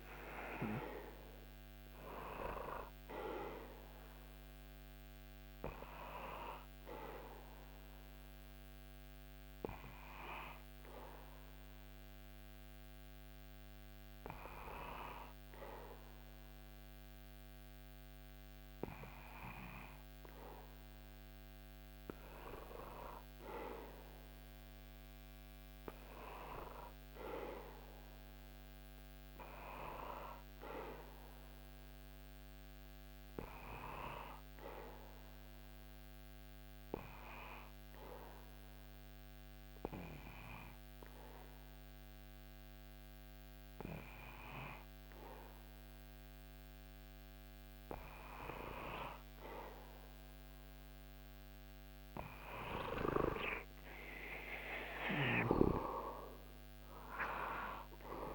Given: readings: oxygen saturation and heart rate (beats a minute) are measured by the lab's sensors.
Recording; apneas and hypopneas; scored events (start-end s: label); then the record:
breathing in sleep by a microphone on the trachea; 2
0.00-2.00 s: arousal
6.50-19.00 s: hypopnea (oxygen 97% before, 95% lowest, heart rate 81 before, 77 extreme, up 4 after)
21.50-25.50 s: arousal
34.50-47.00 s: hypopnea (oxygen 98% before, 92% lowest, heart rate 79 before, 76 extreme, up 4 after)
49.50-53.50 s: arousal
From the record:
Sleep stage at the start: N2 (light sleep); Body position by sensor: on the back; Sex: male